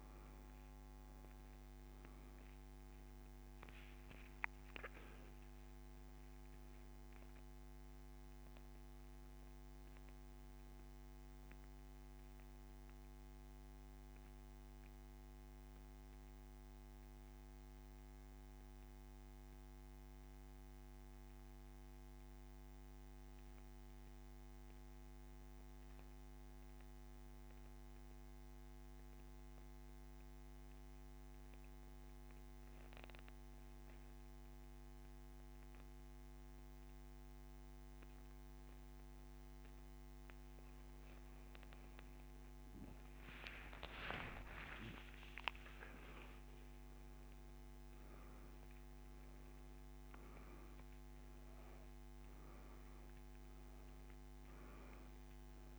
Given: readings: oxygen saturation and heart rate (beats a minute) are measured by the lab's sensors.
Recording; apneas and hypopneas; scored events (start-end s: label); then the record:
breathing in sleep, hard to hear, by a microphone on the trachea; 1
6.00-39.00 s: oxygen desaturation (device-marked, oxygen 96% before, 90% lowest)
13.50-41.50 s: mixed apnea (oxygen 97% before, 89% lowest)
43.50-48.00 s: arousal
From the record:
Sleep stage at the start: N2 (light sleep); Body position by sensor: on the back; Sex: male